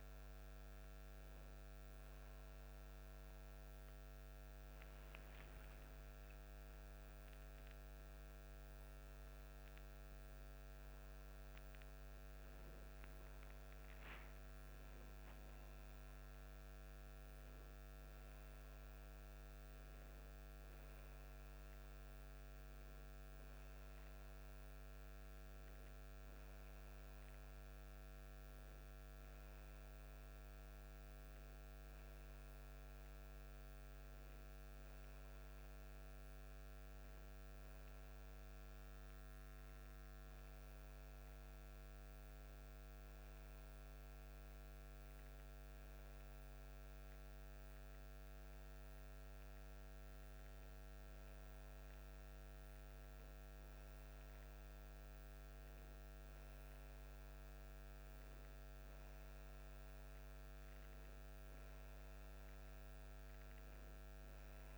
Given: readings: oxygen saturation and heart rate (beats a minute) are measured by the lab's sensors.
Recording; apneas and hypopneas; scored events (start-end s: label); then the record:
breathing in sleep, hard to hear, by a microphone on the trachea; 1
1.00-12.00 s: hypopnea (oxygen 93% before, 91% lowest, heart rate 54 before, 50 extreme)
12.50-16.00 s: arousal
From the record:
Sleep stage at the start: N2 (light sleep); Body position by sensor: on the back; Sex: male